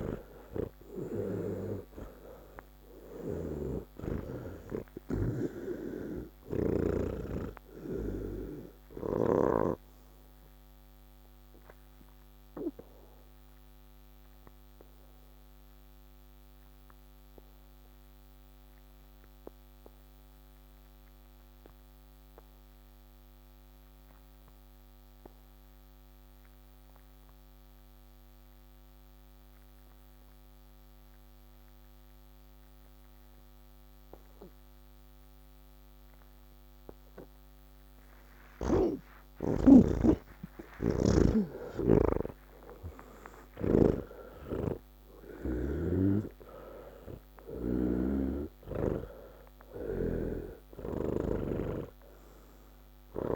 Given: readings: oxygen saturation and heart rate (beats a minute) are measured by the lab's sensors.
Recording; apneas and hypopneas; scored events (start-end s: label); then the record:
breathing in sleep by a microphone on the trachea; 1
0.00-5.50 s: snoring (device-marked)
0.00-24.00 s: oxygen desaturation (device-marked, oxygen 75% lowest, heart rate 79 extreme)
13.00-36.50 s: obstructive apnea (oxygen 97% before, 75% lowest, heart rate 171 before, 79 extreme, up 50 after)
26.00-53.36 s: oxygen desaturation (device-marked, oxygen 99% before, 77% lowest, heart rate 131 before, 39 extreme)
46.00-53.36 s: snoring (device-marked)
From the record:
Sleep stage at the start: N3 (deep sleep); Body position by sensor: on the back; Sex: male